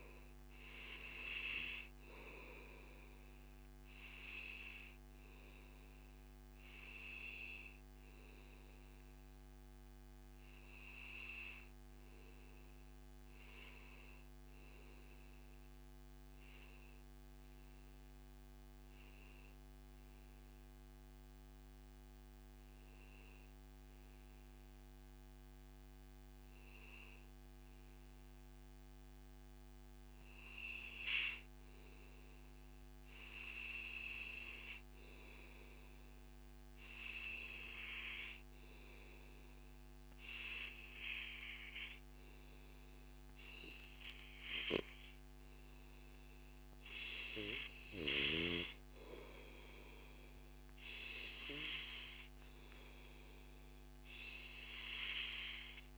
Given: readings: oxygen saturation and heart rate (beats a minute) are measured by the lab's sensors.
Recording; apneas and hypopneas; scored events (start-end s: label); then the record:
breathing in sleep by a microphone on the trachea; 1
3.50-5.50 s: long interval between heartbeats (device-marked, heart rate 131 before, 122 extreme)
5.00-44.50 s: obstructive apnea (oxygen 98% before, 90% lowest, heart rate 133 before, 98 extreme, up 0 after)
8.00-10.00 s: long interval between heartbeats (device-marked, heart rate 133 before, 96 extreme)
24.50-26.50 s: long interval between heartbeats (device-marked, heart rate 117 before, 100 extreme)
45.00-55.98 s: oxygen desaturation (device-marked, oxygen 96% before, 93% lowest, heart rate 128 before, 105 extreme)
47.00-51.00 s: arousal
53.50-55.50 s: long interval between heartbeats (device-marked, heart rate 139 before, 122 extreme)
From the record:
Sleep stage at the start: N2 (light sleep); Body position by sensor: on the back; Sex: male